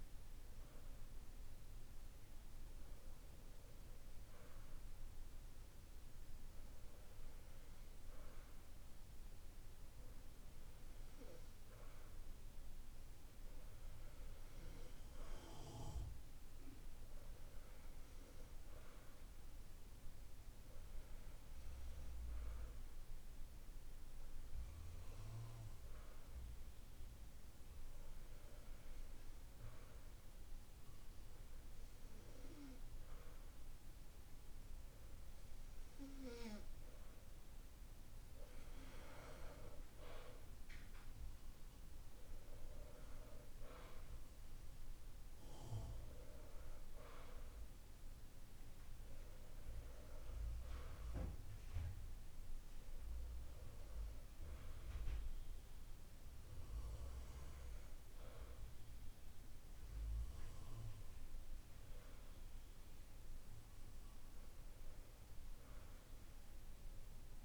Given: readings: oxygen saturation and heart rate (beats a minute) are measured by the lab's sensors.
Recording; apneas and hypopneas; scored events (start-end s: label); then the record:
breathing in sleep by a room microphone; none
none scored
From the record:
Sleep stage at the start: N2 (light sleep); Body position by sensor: on the back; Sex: male